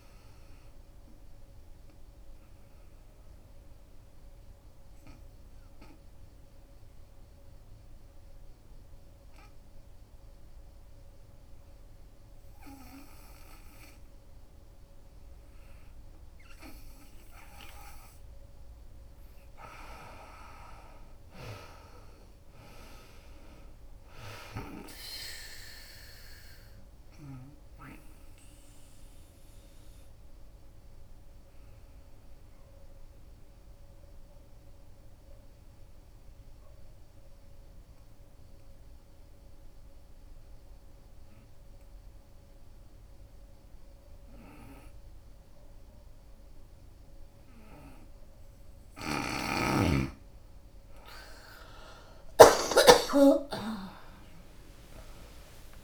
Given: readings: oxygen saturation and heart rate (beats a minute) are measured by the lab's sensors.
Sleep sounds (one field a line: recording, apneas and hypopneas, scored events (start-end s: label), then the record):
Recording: breathing in sleep by a room microphone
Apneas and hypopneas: 2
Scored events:
0.00-4.00 s: drop in pulse transit time (device-marked, heart rate 76 extreme)
0.00-16.00 s: oxygen desaturation (device-marked, oxygen 84% lowest, heart rate 62 extreme)
2.00-17.50 s: obstructive apnea (oxygen 96% before, 81% lowest, heart rate 77 before, 62 extreme, up 20 after)
19.00-22.50 s: arousal
21.00-34.00 s: drop in pulse transit time (device-marked, heart rate 69 before, 65 extreme)
21.00-48.00 s: oxygen desaturation (device-marked, oxygen 96% before, 84% lowest, heart rate 69 before, 62 extreme)
26.50-47.50 s: obstructive apnea (oxygen 96% before, 81% lowest, heart rate 69 before, 62 extreme, up 18 after)
50.00-55.00 s: arousal
52.00-55.84 s: drop in pulse transit time (device-marked, heart rate 71 before, 77 extreme)
From the record:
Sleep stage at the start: N2 (light sleep)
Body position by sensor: on the right side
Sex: female